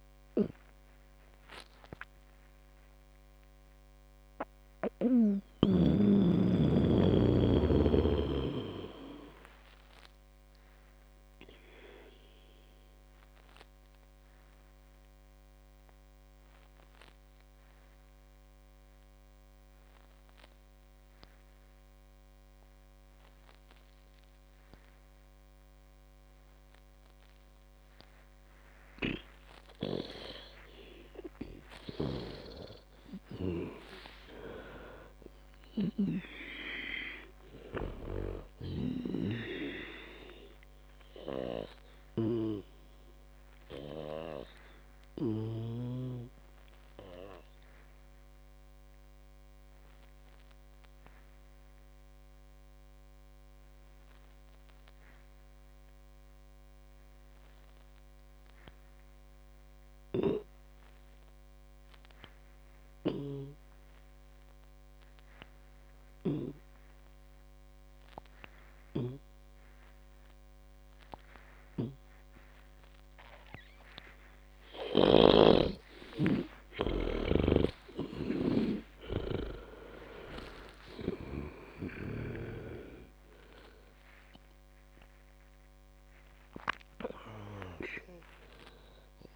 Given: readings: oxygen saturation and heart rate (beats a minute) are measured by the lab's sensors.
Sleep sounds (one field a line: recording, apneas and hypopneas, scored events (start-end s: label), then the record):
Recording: breathing in sleep by a microphone on the trachea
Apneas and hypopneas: 2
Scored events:
0.50-30.50 s: mixed apnea (oxygen 99% before, 88% lowest, heart rate 91 before, 53 extreme)
3.50-19.50 s: oxygen desaturation (device-marked, oxygen 96% before, 88% lowest, heart rate 95 before, 57 extreme)
32.50-46.00 s: snoring (device-marked)
33.00-37.00 s: arousal
34.50-56.50 s: oxygen desaturation (device-marked, oxygen 99% before, 95% lowest, heart rate 73 before, 53 extreme)
44.00-74.00 s: obstructive apnea (oxygen 99% before, 90% lowest, heart rate 87 before, 53 extreme)
60.50-70.00 s: snoring (device-marked)
71.50-89.36 s: oxygen desaturation (device-marked, oxygen 98% before, 90% lowest, heart rate 56 before, 58 extreme)
72.00-76.00 s: snoring (device-marked)
76.00-80.50 s: arousal
78.00-83.00 s: snoring (device-marked)
From the record:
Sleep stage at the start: N2 (light sleep)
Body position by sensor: on the back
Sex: female